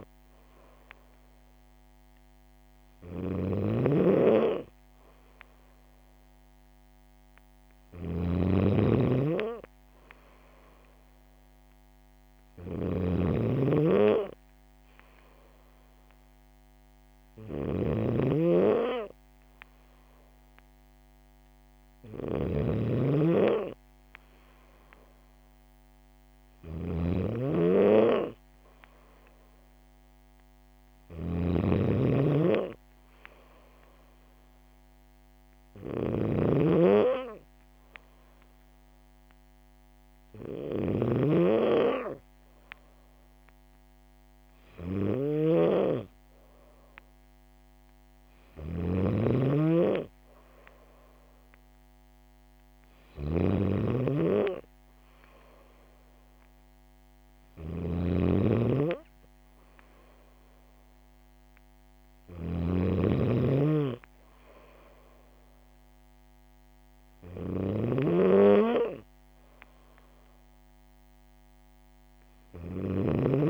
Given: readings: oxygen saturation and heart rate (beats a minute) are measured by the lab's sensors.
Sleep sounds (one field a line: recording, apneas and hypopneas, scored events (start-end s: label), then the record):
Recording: breathing in sleep by a microphone on the trachea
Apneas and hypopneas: none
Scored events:
0.00-73.50 s: snoring (device-marked)
From the record:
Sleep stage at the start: N2 (light sleep)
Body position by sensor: on the back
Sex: female